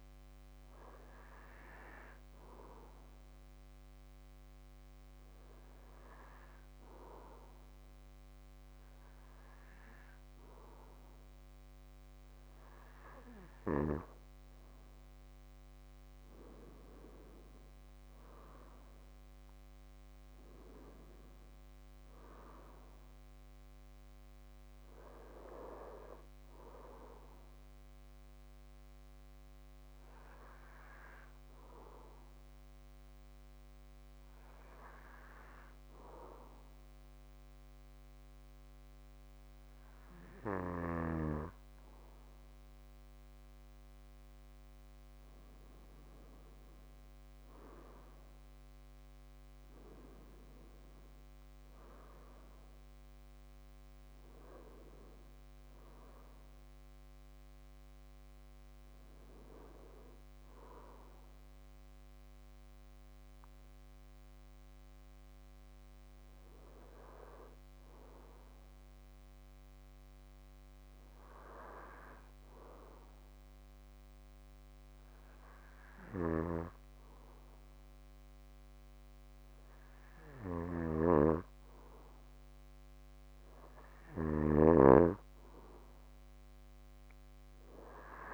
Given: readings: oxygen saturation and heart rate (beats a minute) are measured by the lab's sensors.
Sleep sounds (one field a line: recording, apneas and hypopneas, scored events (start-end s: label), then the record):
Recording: breathing in sleep by a microphone on the trachea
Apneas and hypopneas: 3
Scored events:
0.00-13.00 s: oxygen desaturation (device-marked, oxygen 92% lowest, heart rate 52 extreme)
2.00-13.00 s: hypopnea (oxygen 97% before, 92% lowest, heart rate 61 before, 53 extreme, up 11 after)
16.50-21.00 s: arousal
31.50-44.00 s: hypopnea (oxygen 96% before, 93% lowest, heart rate 59 before, 54 extreme, up 15 after)
47.00-51.50 s: arousal
72.00-83.00 s: hypopnea (oxygen 96% before, 93% lowest, heart rate 58 before, 55 extreme, up 33 after)
80.00-84.00 s: snoring (device-marked)
86.50-88.34 s: arousal
From the record:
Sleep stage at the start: N2 (light sleep)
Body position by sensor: on the back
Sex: male